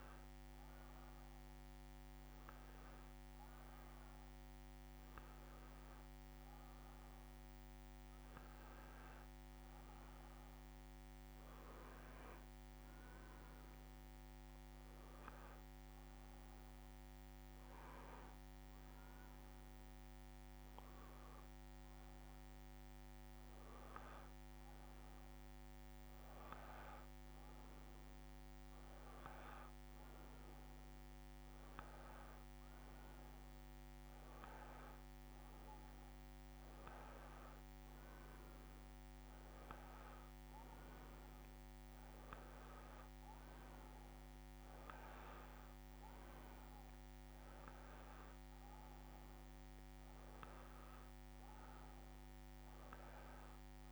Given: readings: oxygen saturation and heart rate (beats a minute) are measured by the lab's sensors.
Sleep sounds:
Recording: breathing in sleep, hard to hear, by a microphone on the trachea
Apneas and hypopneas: none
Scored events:
0.00-3.00 s: oxygen desaturation (device-marked, oxygen 93% lowest)
15.00-17.00 s: long interval between heartbeats (device-marked)
24.00-26.00 s: long interval between heartbeats (device-marked)
44.50-46.50 s: long interval between heartbeats (device-marked)
From the record:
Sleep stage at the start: N1 (lightest sleep)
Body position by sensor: on the back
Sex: male

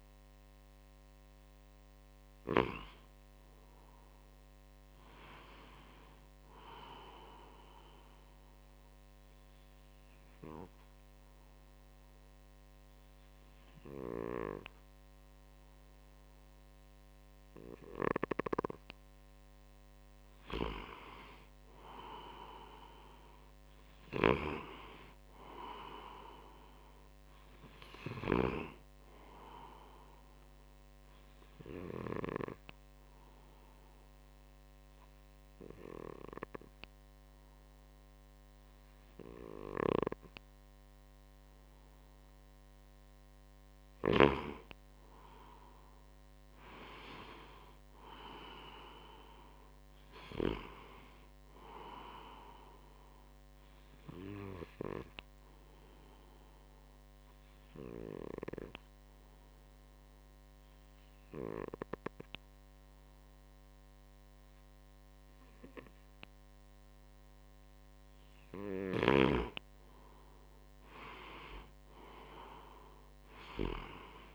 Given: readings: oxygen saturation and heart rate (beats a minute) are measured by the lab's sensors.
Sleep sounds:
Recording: breathing in sleep by a microphone on the trachea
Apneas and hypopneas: 3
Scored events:
3.00-5.50 s: arousal
8.00-19.00 s: obstructive apnea (oxygen 96% before, 94% lowest, heart rate 61 before, 58 extreme, up 7 after)
21.50-25.50 s: arousal
30.50-42.50 s: obstructive apnea (oxygen 96% before, 94% lowest, heart rate 61 before, 60 extreme, up 2 after)
44.00-48.00 s: arousal
54.00-67.50 s: obstructive apnea (oxygen 96% before, 94% lowest, heart rate 61 before, 58 extreme, up 5 after)
70.00-74.00 s: arousal
From the record:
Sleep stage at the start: N2 (light sleep)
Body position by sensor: on the front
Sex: male

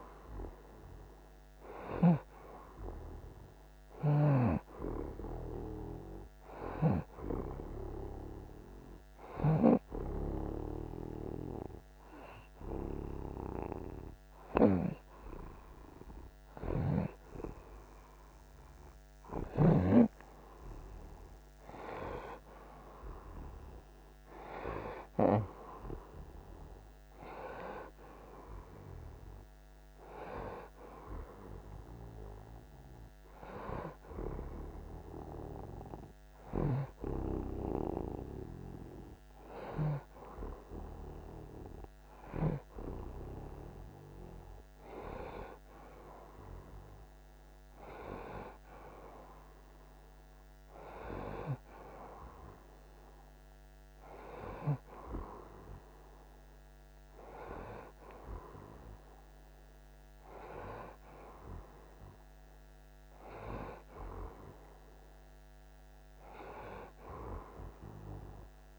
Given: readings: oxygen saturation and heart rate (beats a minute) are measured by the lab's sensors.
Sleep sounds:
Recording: breathing in sleep by a microphone on the trachea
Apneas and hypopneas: 1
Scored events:
0.00-2.50 s: arousal
2.00-10.00 s: snoring (device-marked)
8.00-19.00 s: hypopnea (oxygen 90% before, 86% lowest, heart rate 44 before, 41 extreme)
19.50-24.00 s: arousal
27.50-39.50 s: oxygen desaturation (device-marked, oxygen 89% before, 86% lowest, heart rate 65 before, 34 extreme)
From the record:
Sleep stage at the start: N1 (lightest sleep)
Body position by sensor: on the right side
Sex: male

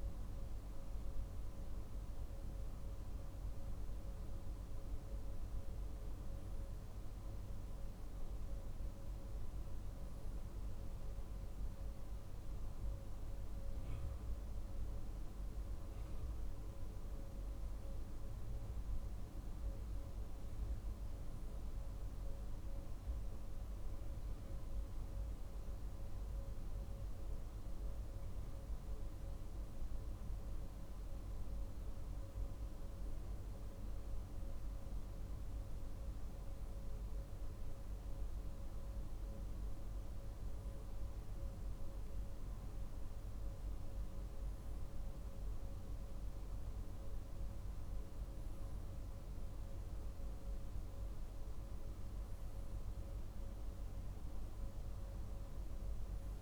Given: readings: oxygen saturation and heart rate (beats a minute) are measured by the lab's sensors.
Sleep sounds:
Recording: breathing in sleep, hard to hear, by a room microphone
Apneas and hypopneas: none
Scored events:
none scored
From the record:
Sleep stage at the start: N2 (light sleep)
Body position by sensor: on the right side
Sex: male

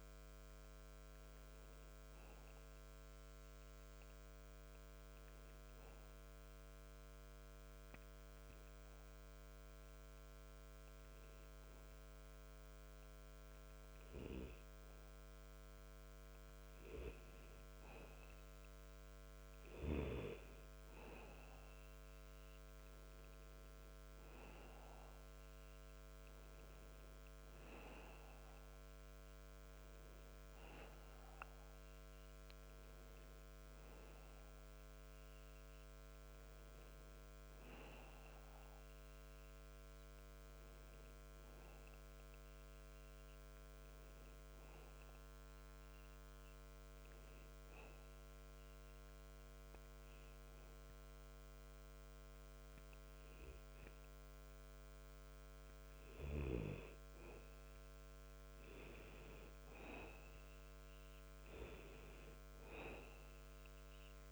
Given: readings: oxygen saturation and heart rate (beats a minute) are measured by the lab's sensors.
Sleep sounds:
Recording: breathing in sleep by a microphone on the trachea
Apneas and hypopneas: 2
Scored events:
0.00-6.50 s: oxygen desaturation (device-marked, oxygen 89% lowest, heart rate 59 extreme)
3.50-16.00 s: obstructive apnea (oxygen 95% before, 91% lowest, heart rate 83 before, 59 extreme, up 15 after)
19.00-23.50 s: arousal
22.50-47.50 s: oxygen desaturation (device-marked, oxygen 98% before, 92% lowest, heart rate 69 before, 64 extreme)
47.00-57.50 s: obstructive apnea (oxygen 97% before, 91% lowest, heart rate 74 before, 66 extreme)
60.50-63.50 s: arousal
From the record:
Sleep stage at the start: N2 (light sleep)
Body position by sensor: on the back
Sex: male

